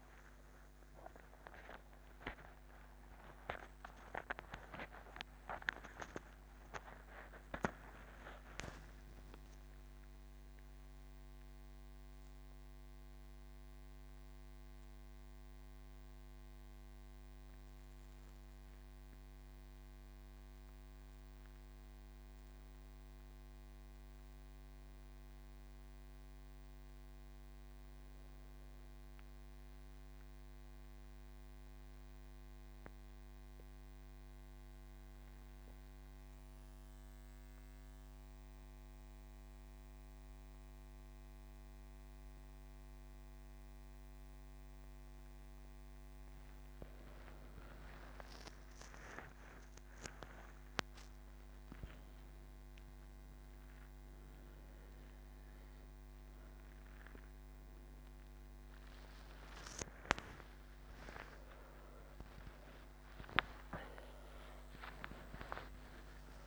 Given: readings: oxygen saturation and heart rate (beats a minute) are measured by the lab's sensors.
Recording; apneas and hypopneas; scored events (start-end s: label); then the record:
breathing in sleep by a microphone on the trachea; 1
29.00-46.50 s: obstructive apnea (oxygen 97% before, 89% lowest, heart rate 70 before, 46 extreme, up 21 after)
44.00-66.47 s: new sleep stage, N1 (lightest sleep)
From the record:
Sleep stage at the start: N3 (deep sleep); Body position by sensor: on the right side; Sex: female